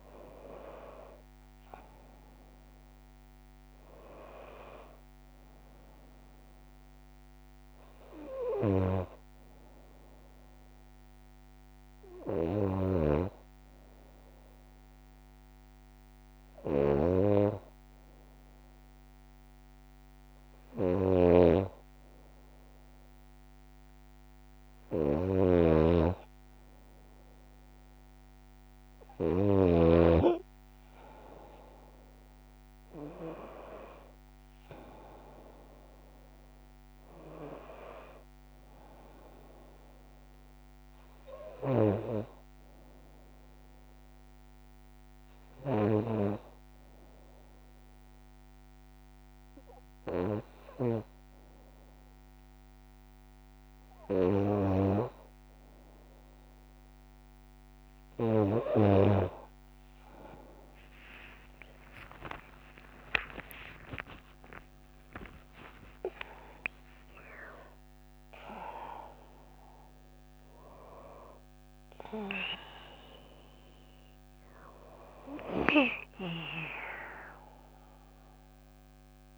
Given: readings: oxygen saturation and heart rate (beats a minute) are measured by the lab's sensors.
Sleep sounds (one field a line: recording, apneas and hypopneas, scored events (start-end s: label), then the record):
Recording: breathing in sleep by a microphone on the trachea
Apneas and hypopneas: 1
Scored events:
0.00-3.00 s: arousal
11.50-29.00 s: snoring (device-marked)
31.00-36.50 s: arousal
43.50-53.50 s: hypopnea (oxygen 95% before, 93% lowest, heart rate 57 before, 55 extreme, up 7 after)
59.50-65.00 s: arousal
60.50-67.50 s: tachycardia (device-marked, heart rate 61 before, 161 extreme)
66.50-79.38 s: new sleep stage, N1 (lightest sleep)
From the record:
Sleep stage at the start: N2 (light sleep)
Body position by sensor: on the back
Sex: female